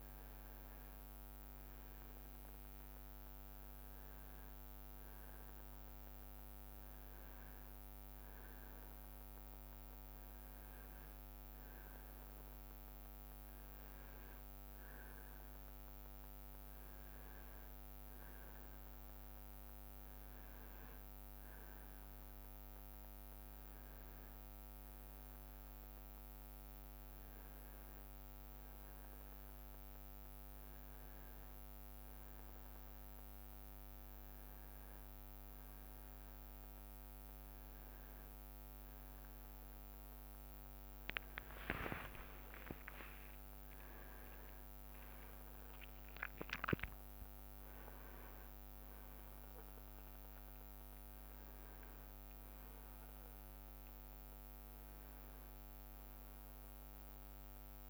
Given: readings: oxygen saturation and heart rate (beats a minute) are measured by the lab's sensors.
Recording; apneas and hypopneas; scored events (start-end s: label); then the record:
breathing in sleep, hard to hear, by a microphone on the trachea; none
35.50-57.90 s: new sleep stage, N1 (lightest sleep)
42.00-47.00 s: arousal
From the record:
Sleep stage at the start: N2 (light sleep); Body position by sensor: on the right side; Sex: male